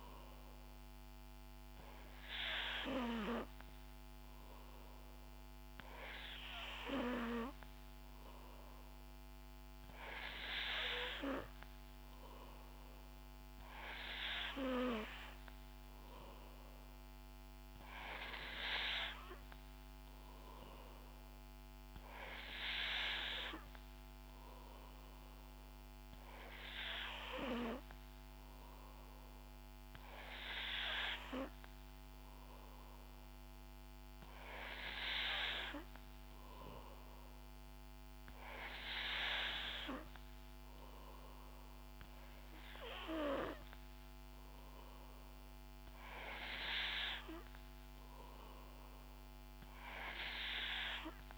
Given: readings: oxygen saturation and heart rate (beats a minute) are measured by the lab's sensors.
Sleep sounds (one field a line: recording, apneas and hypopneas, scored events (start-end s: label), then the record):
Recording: breathing in sleep by a microphone on the trachea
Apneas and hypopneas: none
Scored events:
none scored
From the record:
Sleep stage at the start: N3 (deep sleep)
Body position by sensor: on the back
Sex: female